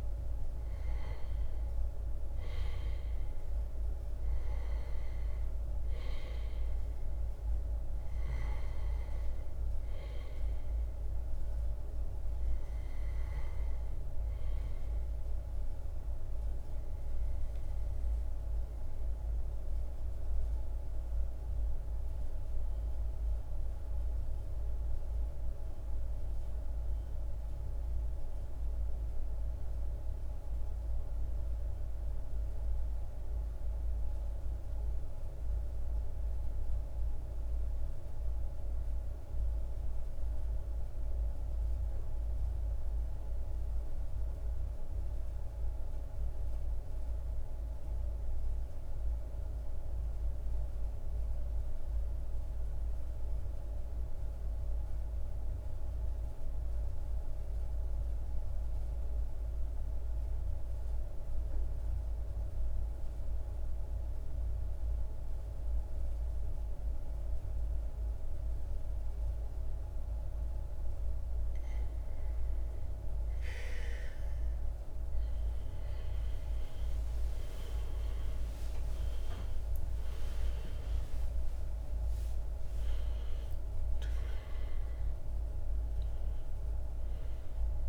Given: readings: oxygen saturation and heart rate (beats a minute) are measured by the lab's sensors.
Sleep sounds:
breathing in sleep, hard to hear, by a room microphone; 1
0.00-9.00 s: oxygen desaturation (device-marked, oxygen 94% lowest, heart rate 39 extreme)
11.00-36.00 s: oxygen desaturation (device-marked, oxygen 98% before, 91% lowest, heart rate 43 before, 39 extreme)
19.00-69.50 s: obstructive apnea (oxygen 98% before, 91% lowest, heart rate 43 before, 39 extreme, up 7 after)
63.00-87.89 s: new sleep stage, N1 (lightest sleep)
74.50-80.50 s: arousal
85.00-87.89 s: oxygen desaturation (device-marked, oxygen 98% before, 93% lowest, heart rate 47 before, 45 extreme)
From the record:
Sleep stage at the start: N2 (light sleep); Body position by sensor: on the back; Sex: male

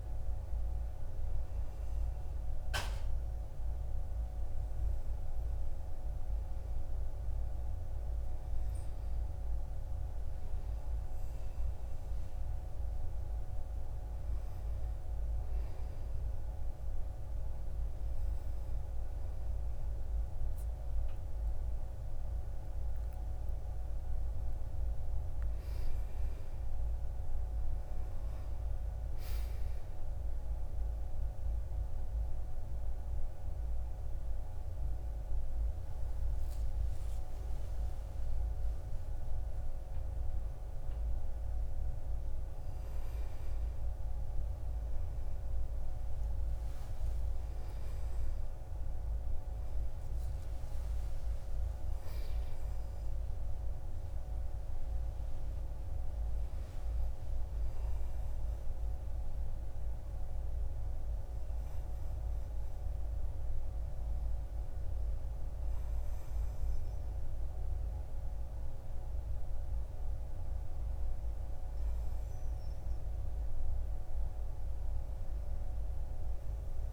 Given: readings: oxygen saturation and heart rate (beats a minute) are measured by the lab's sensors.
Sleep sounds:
breathing in sleep, hard to hear, by a room microphone; none
none scored
From the record:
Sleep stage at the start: N2 (light sleep); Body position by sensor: on the back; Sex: male

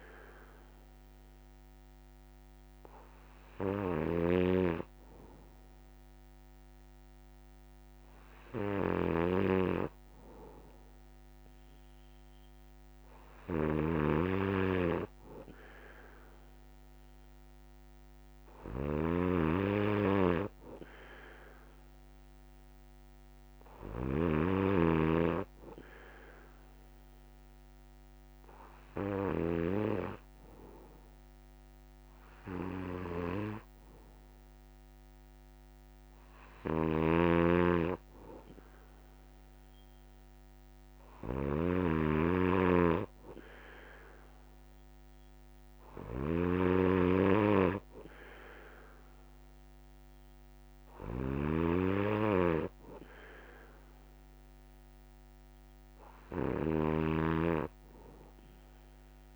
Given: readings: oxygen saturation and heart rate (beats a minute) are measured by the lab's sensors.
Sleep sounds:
breathing in sleep by a microphone on the trachea; none
0.00-29.50 s: snoring (device-marked)
36.00-56.50 s: snoring (device-marked)
From the record:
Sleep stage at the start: N1 (lightest sleep); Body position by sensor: on the back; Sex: male

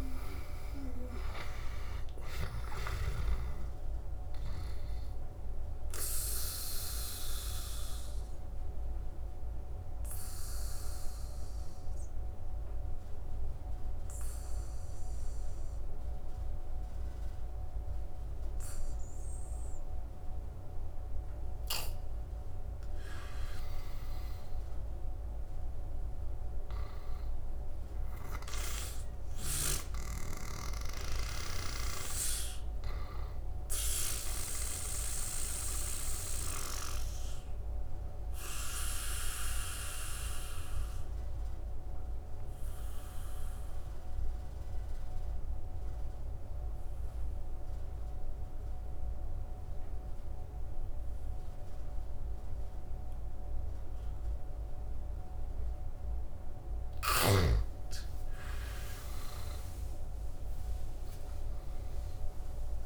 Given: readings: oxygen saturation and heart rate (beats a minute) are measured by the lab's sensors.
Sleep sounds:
breathing in sleep by a room microphone; 2
0.00-3.00 s: snoring (device-marked)
0.00-16.00 s: oxygen desaturation (device-marked, oxygen 84% lowest, heart rate 64 extreme)
5.50-21.00 s: obstructive apnea (oxygen 99% before, 84% lowest, heart rate 81 before, 64 extreme, up 19 after)
22.50-26.00 s: arousal
25.00-49.00 s: oxygen desaturation (device-marked, oxygen 100% before, 86% lowest, heart rate 73 before, 69 extreme)
35.50-56.00 s: obstructive apnea (oxygen 100% before, 83% lowest, heart rate 78 before, 69 extreme, up 16 after)
58.50-62.50 s: arousal
From the record:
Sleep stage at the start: N2 (light sleep); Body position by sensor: on the back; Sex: male

